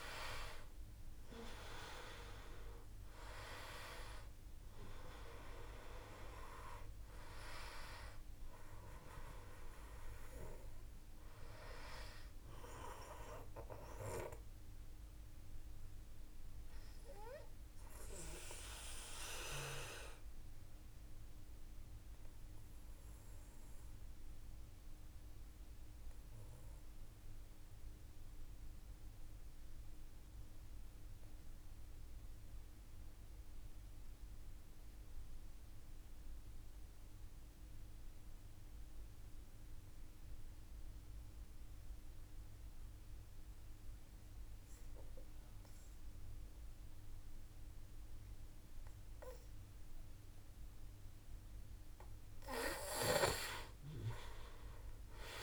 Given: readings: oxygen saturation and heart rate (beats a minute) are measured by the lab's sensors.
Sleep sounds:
breathing in sleep by a room microphone; 1
0.00-29.50 s: oxygen desaturation (device-marked, oxygen 88% lowest, heart rate 49 extreme)
14.50-49.50 s: obstructive apnea (oxygen 97% before, 87% lowest, heart rate 54 before, 49 extreme, up 5 after)
47.50-55.43 s: oxygen desaturation (device-marked, oxygen 97% before, 87% lowest, heart rate 53 before, 50 extreme)
54.00-55.43 s: arousal
From the record:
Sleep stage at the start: N2 (light sleep); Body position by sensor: on the back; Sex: male

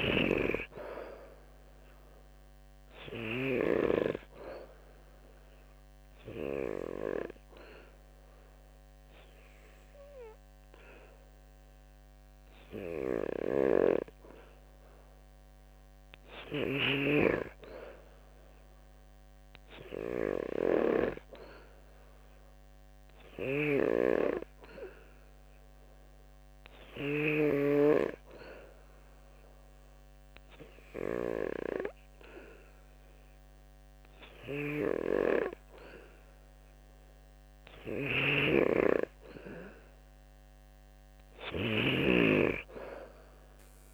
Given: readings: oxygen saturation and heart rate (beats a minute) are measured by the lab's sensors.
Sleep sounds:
breathing in sleep by a microphone on the trachea; none
24.50-36.50 s: oxygen desaturation (device-marked, oxygen 93% before, 89% lowest, heart rate 75 before, 75 extreme)
37.50-41.50 s: snoring (device-marked)
From the record:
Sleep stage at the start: N2 (light sleep); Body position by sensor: on the back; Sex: male

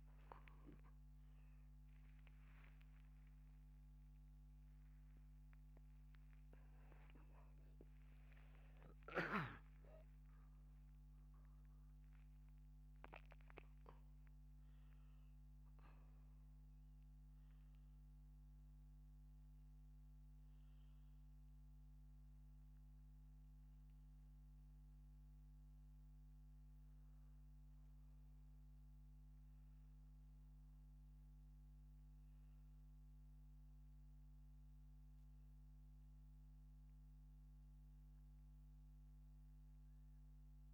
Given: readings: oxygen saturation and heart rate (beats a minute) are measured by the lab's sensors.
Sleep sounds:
breathing in sleep by a microphone on the trachea; none
0.00-7.00 s: arousal
From the record:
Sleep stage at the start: N1 (lightest sleep); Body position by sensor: upright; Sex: male

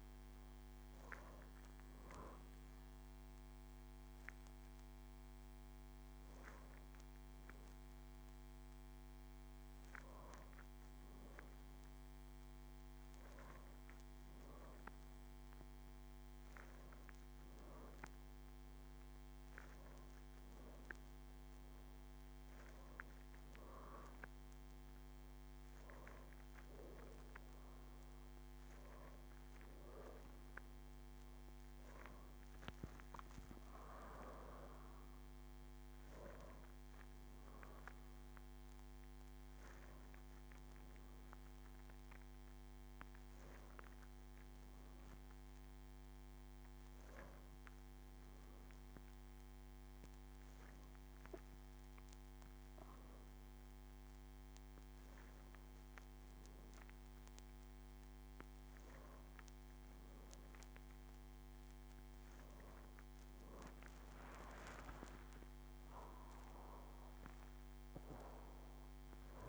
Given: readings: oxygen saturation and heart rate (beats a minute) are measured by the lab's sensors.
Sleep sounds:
breathing in sleep by a microphone on the trachea; none
11.00-13.00 s: long interval between heartbeats (device-marked, heart rate 78 before, 78 extreme)
65.50-67.50 s: long interval between heartbeats (device-marked, heart rate 80 before, 124 extreme)
67.50-69.49 s: long interval between heartbeats (device-marked, heart rate 85 before, 147 extreme)
From the record:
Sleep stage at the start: N2 (light sleep); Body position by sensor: on the back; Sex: female

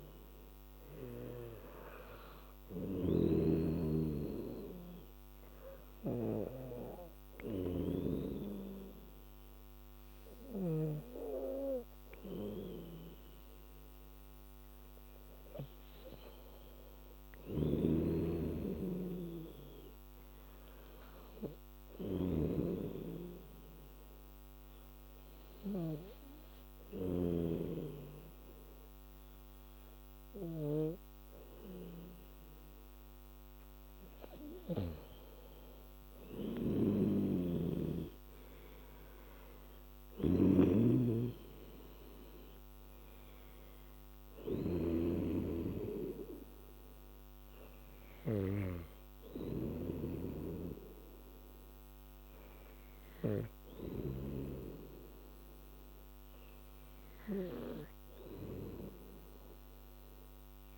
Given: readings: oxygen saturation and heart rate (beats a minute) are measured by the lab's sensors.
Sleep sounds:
breathing in sleep by a microphone on the trachea; 1
0.00-11.00 s: snoring (device-marked)
17.50-27.50 s: snoring (device-marked)
23.00-33.00 s: hypopnea (oxygen 96% before, 92% lowest, heart rate 83 before, 79 extreme, up 4 after)
36.00-40.00 s: arousal
37.00-54.50 s: snoring (device-marked)
From the record:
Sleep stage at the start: N2 (light sleep); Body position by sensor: on the back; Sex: female

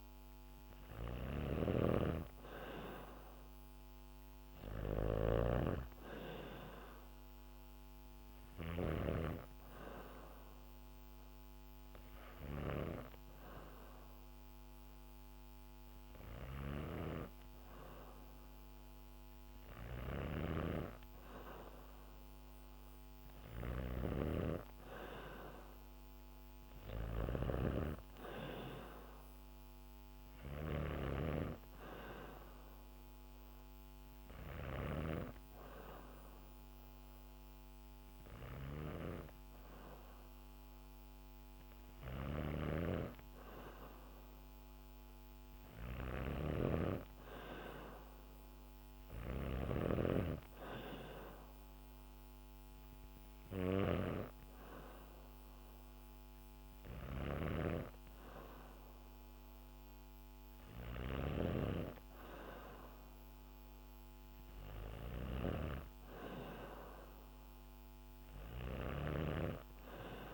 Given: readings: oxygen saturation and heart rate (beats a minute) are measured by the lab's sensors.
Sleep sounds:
breathing in sleep by a microphone on the trachea; none
0.00-8.50 s: snoring (device-marked)
19.50-34.50 s: snoring (device-marked)
45.50-60.50 s: snoring (device-marked)
68.00-70.33 s: snoring (device-marked)
From the record:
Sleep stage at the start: N2 (light sleep); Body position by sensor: on the back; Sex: female

